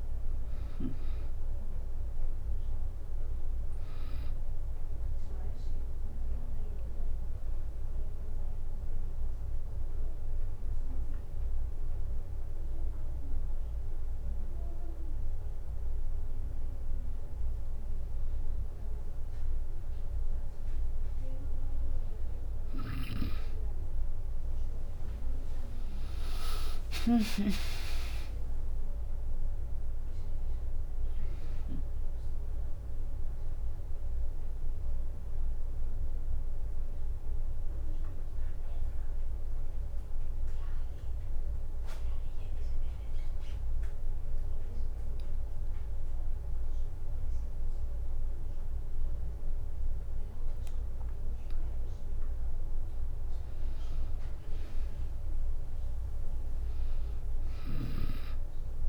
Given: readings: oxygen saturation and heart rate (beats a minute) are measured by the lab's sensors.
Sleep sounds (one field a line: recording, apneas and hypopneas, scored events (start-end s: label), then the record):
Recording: breathing in sleep by a room microphone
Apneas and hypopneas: 2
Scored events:
0.00-2.50 s: arousal
7.00-18.00 s: obstructive apnea (oxygen 95% before, 92% lowest, heart rate 68 before, 60 extreme, up 7 after)
21.00-24.50 s: arousal
26.50-45.50 s: oxygen desaturation (device-marked, oxygen 97% before, 93% lowest, heart rate 66 before, 59 extreme)
28.50-43.50 s: drop in pulse transit time (device-marked, heart rate 66 before, 59 extreme)
34.00-46.50 s: obstructive apnea (oxygen 97% before, 93% lowest, heart rate 67 before, 59 extreme, up 8 after)
38.50-40.50 s: bradycardia (device-marked, heart rate 74 before, 60 extreme)
48.50-51.00 s: arousal
From the record:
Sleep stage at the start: N2 (light sleep)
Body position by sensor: on the back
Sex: female